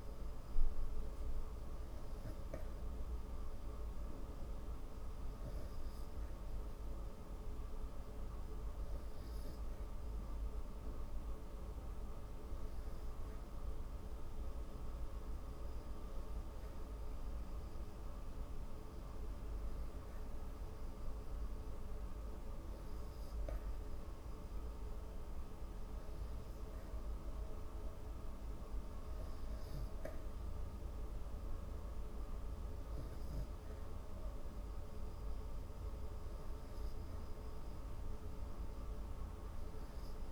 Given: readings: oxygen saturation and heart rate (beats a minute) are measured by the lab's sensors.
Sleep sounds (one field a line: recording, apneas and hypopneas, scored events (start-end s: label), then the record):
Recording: breathing in sleep, hard to hear, by a room microphone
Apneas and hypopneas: none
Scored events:
none scored
From the record:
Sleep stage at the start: N3 (deep sleep)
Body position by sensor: on the back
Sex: female